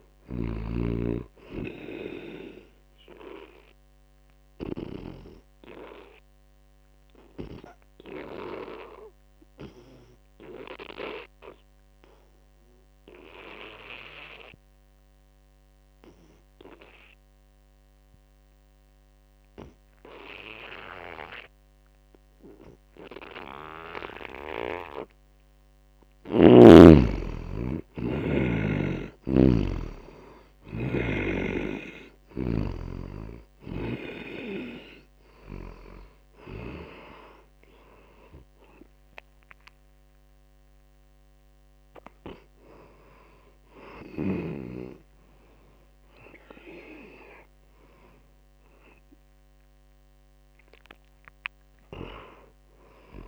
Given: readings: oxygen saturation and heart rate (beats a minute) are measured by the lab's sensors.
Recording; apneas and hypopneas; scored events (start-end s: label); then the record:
breathing in sleep by a microphone on the trachea; 1
0.00-16.00 s: oxygen desaturation (device-marked, oxygen 81% lowest)
3.00-25.00 s: obstructive apnea (oxygen 96% before, 79% lowest)
18.50-20.50 s: long interval between heartbeats (device-marked)
26.00-28.00 s: long interval between heartbeats (device-marked)
27.00-30.50 s: arousal
27.00-48.00 s: oxygen desaturation (device-marked, oxygen 98% before, 79% lowest)
49.00-53.00 s: arousal
From the record:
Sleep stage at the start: N2 (light sleep); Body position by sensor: on the back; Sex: male